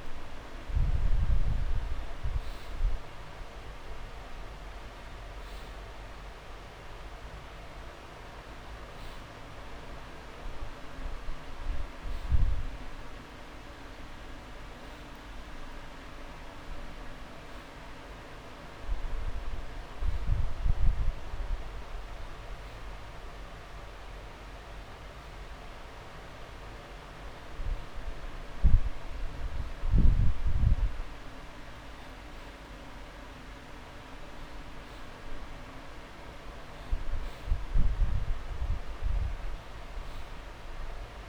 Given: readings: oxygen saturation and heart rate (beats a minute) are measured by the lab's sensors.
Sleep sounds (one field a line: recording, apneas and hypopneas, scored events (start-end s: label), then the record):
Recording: breathing in sleep, hard to hear, by a room microphone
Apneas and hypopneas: none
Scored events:
none scored
From the record:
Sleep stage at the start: N2 (light sleep)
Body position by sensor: on the back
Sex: male